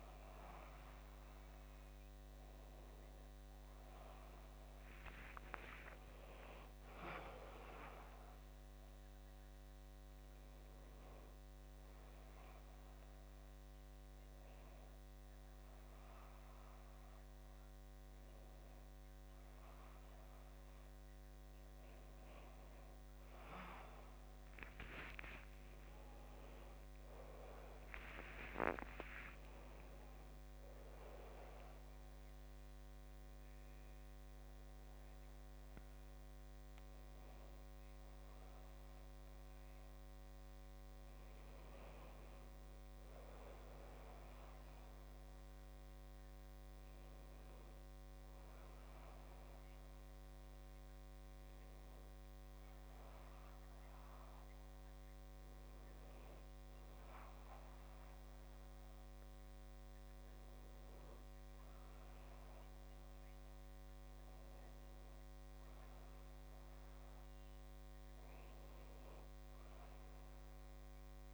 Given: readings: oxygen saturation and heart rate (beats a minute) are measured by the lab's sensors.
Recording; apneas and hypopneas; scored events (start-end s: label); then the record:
breathing in sleep by a microphone on the trachea; none
25.50-29.00 s: arousal
From the record:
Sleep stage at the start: N2 (light sleep); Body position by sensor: on the back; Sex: male